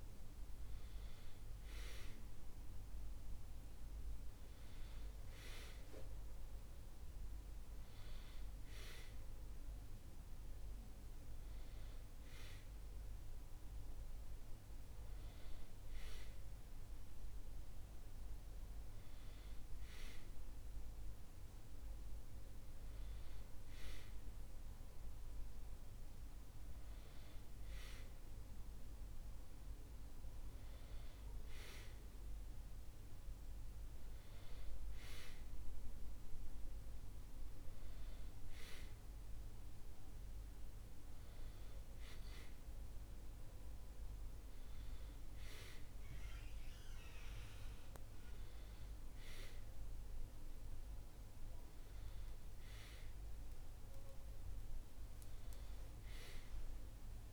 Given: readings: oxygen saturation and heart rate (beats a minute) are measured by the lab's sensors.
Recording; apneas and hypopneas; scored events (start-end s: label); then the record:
breathing in sleep by a room microphone; none
none scored
From the record:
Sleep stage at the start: N1 (lightest sleep); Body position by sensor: on the back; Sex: male